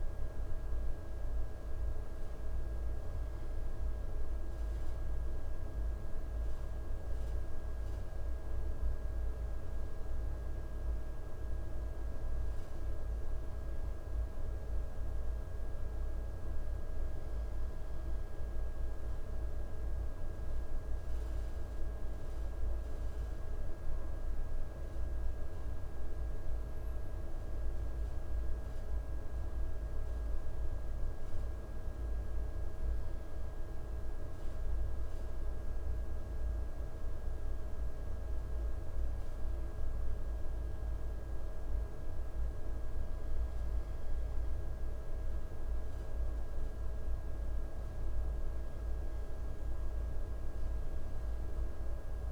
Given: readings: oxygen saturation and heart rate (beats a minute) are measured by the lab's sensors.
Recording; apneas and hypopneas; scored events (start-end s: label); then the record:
breathing in sleep, hard to hear, by a room microphone; none
none scored
From the record:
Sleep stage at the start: N2 (light sleep); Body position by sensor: on the right side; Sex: male